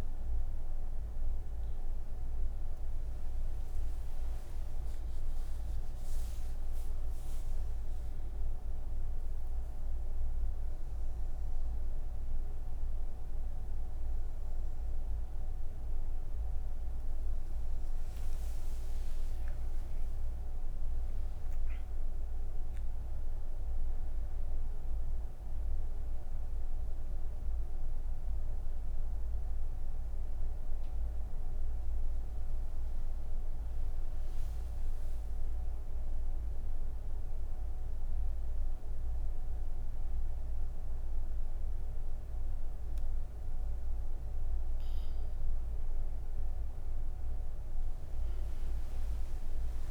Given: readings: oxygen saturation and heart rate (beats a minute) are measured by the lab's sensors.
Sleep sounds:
breathing in sleep, hard to hear, by a room microphone; none
none scored
From the record:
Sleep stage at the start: N1 (lightest sleep); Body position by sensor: on the right side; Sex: female

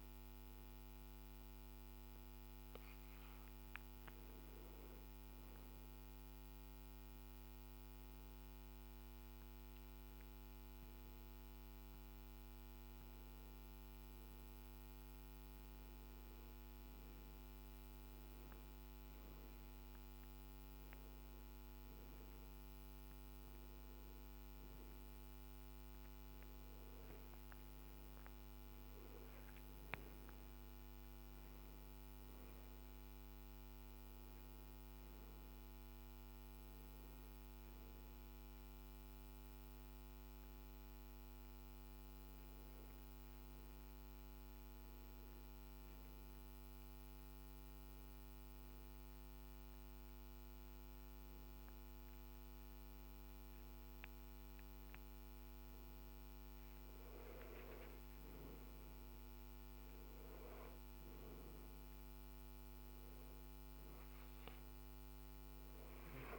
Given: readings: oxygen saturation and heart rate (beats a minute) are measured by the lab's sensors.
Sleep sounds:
breathing in sleep, hard to hear, by a microphone on the trachea; 2
6.00-18.00 s: hypopnea (oxygen 96% before, 94% lowest, heart rate 67 before, 63 extreme, up 8 after)
20.00-24.00 s: arousal
24.50-66.39 s: new sleep stage, N2 (light sleep)
46.00-57.00 s: hypopnea (oxygen 96% before, 94% lowest, heart rate 69 before, 61 extreme, up 12 after)
59.00-63.00 s: arousal
From the record:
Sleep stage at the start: N1 (lightest sleep); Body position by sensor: on the back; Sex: male

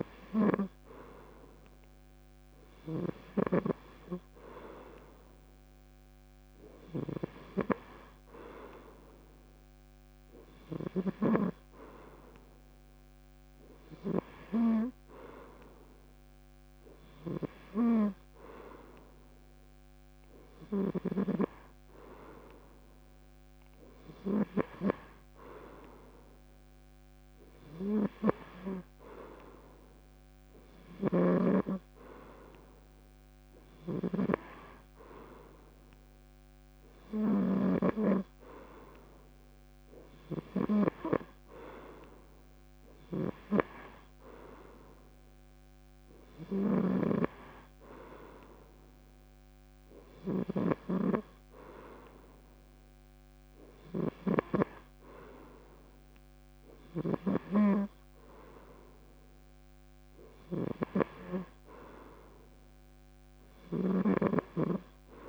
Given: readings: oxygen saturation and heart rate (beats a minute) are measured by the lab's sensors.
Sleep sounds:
breathing in sleep by a microphone on the trachea; none
2.50-11.00 s: snoring (device-marked)
30.50-64.00 s: snoring (device-marked)
From the record:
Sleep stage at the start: N3 (deep sleep); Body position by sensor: on the back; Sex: male

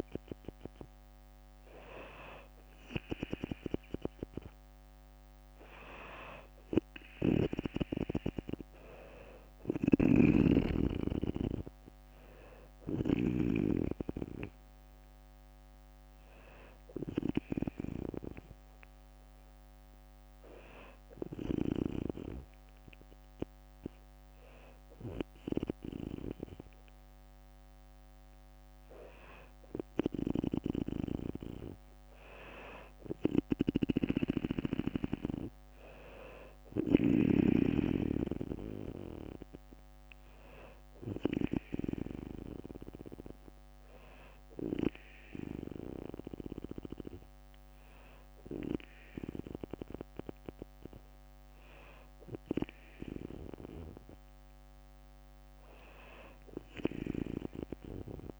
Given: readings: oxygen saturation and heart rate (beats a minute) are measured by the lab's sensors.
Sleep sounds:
breathing in sleep by a microphone on the trachea; none
6.00-12.50 s: snoring (device-marked)
6.50-9.50 s: arousal
8.00-19.00 s: drop in pulse transit time (device-marked, heart rate 63 before, 61 extreme)
32.50-36.50 s: snoring (device-marked)
39.00-56.00 s: oxygen desaturation (device-marked, oxygen 97% before, 94% lowest, heart rate 61 before, 60 extreme)
From the record:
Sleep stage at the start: N2 (light sleep); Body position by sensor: on the back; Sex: female

